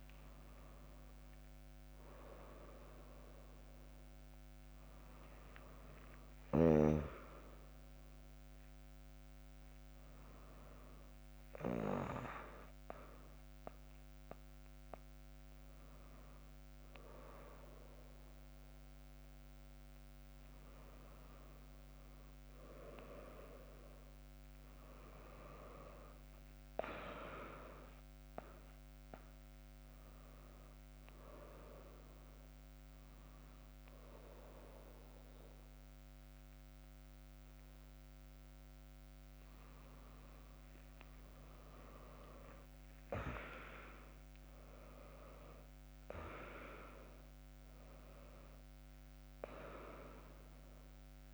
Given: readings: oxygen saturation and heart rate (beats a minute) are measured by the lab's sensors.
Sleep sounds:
breathing in sleep by a microphone on the trachea; none
42.50-44.50 s: long interval between heartbeats (device-marked, heart rate 80 before, 89 extreme)
From the record:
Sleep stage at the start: N1 (lightest sleep); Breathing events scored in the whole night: 409 in 4.5 hours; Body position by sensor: on the back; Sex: female

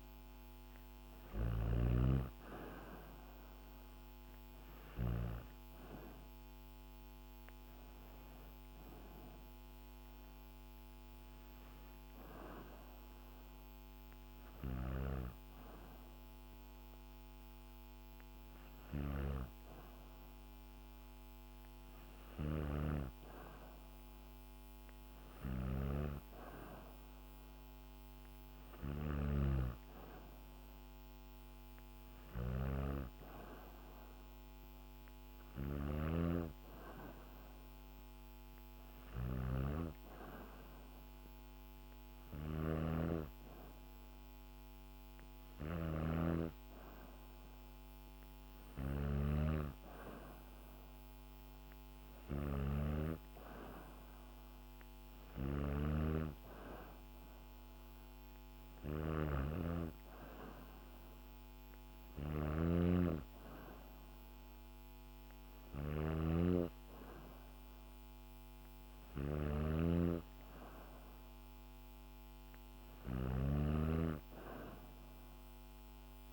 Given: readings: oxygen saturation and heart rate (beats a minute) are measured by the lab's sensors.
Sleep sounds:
breathing in sleep by a microphone on the trachea; none
0.00-4.50 s: snoring (device-marked)
5.00-9.50 s: arousal
18.50-76.33 s: snoring (device-marked)
From the record:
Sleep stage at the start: N2 (light sleep); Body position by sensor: on the back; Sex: female

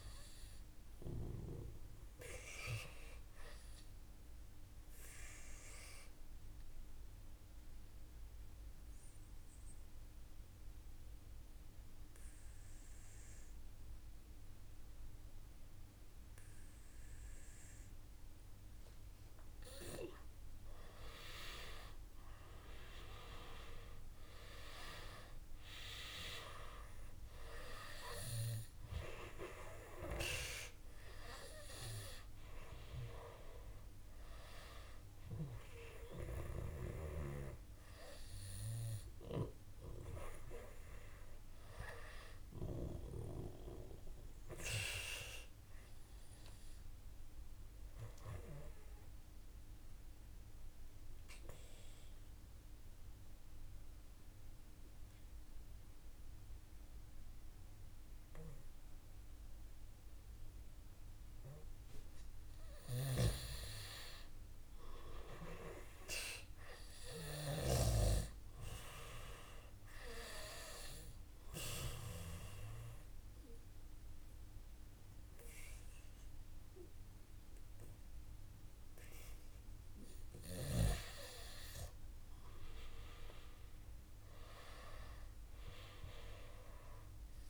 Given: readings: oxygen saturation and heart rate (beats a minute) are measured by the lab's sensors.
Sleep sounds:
breathing in sleep by a room microphone; 2
0.00-6.00 s: oxygen desaturation (device-marked, oxygen 89% lowest, heart rate 53 extreme)
3.50-18.00 s: obstructive apnea (oxygen 97% before, 90% lowest, heart rate 57 before, 55 extreme, up 4 after)
21.50-24.50 s: arousal
39.00-52.00 s: oxygen desaturation (device-marked, oxygen 95% before, 92% lowest, heart rate 58 before, 57 extreme)
45.00-62.00 s: obstructive apnea (oxygen 97% before, 92% lowest, heart rate 58 before, 56 extreme, up 2 after)
64.00-68.00 s: arousal
70.00-87.50 s: oxygen desaturation (device-marked, oxygen 97% before, 92% lowest, heart rate 58 before, 56 extreme)
From the record:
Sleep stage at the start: N2 (light sleep); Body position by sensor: on the back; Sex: male

